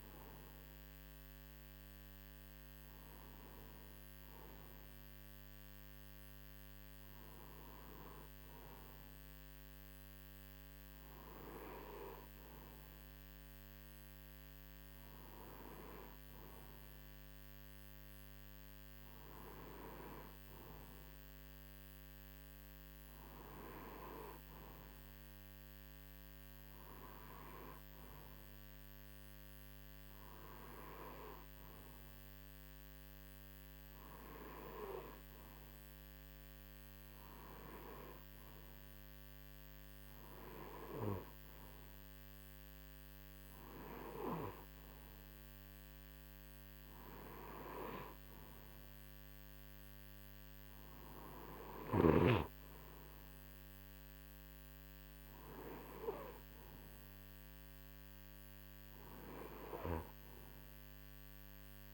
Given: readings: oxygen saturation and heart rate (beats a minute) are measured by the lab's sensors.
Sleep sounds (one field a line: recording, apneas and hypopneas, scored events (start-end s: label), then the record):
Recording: breathing in sleep by a microphone on the trachea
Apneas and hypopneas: none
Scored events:
none scored
From the record:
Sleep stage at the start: N2 (light sleep)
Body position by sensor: on the right side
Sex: male